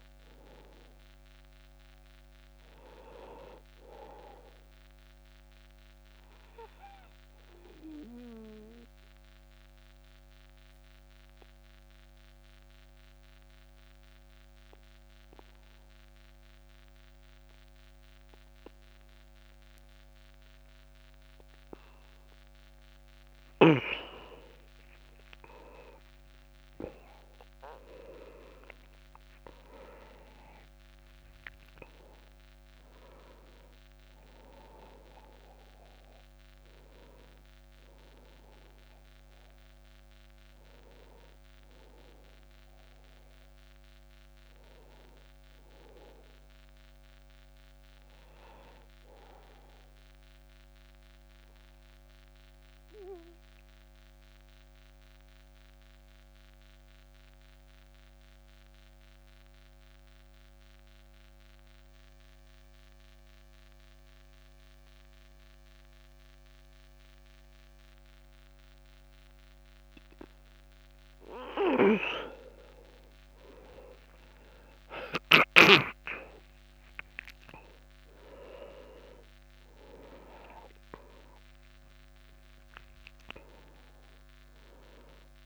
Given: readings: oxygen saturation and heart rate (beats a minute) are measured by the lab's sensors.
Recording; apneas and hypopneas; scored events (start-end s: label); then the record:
breathing in sleep by a microphone on the trachea; 2
0.00-10.50 s: oxygen desaturation (device-marked, oxygen 93% lowest)
3.00-22.00 s: obstructive apnea (oxygen 99% before, 92% lowest, heart rate 33 before, 46 extreme, up 39 after)
24.50-29.00 s: arousal
28.50-58.50 s: oxygen desaturation (device-marked, oxygen 98% before, 92% lowest)
50.00-71.00 s: obstructive apnea (oxygen 98% before, 91% lowest)
72.50-76.50 s: arousal
74.50-85.46 s: oxygen desaturation (device-marked, oxygen 98% before, 91% lowest)
From the record:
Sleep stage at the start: N2 (light sleep); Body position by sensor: on the back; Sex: male